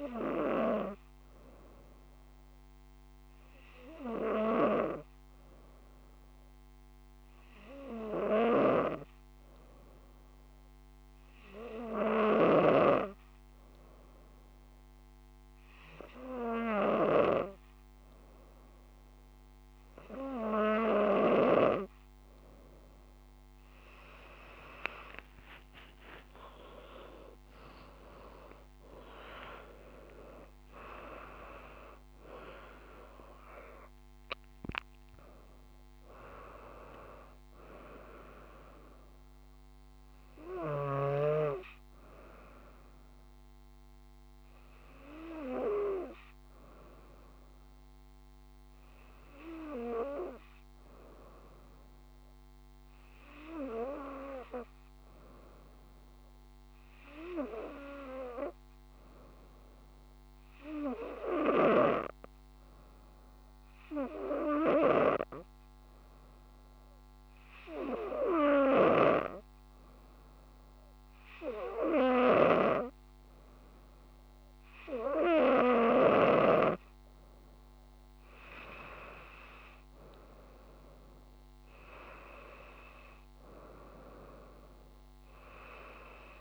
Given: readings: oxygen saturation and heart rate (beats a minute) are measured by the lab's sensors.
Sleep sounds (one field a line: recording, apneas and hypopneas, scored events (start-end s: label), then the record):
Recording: breathing in sleep by a microphone on the trachea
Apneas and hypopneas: 2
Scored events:
3.50-18.50 s: hypopnea (oxygen 97% before, 93% lowest, heart rate 70 before, 67 extreme, up 4 after)
25.00-31.00 s: arousal
60.50-76.00 s: hypopnea (oxygen 98% before, 93% lowest, heart rate 70 before, 67 extreme, up 8 after)
69.00-77.00 s: snoring (device-marked)
71.00-86.41 s: oxygen desaturation (device-marked, oxygen 96% before, 93% lowest, heart rate 66 before, 67 extreme)
80.00-84.50 s: arousal
From the record:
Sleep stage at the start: N2 (light sleep)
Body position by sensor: on the front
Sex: female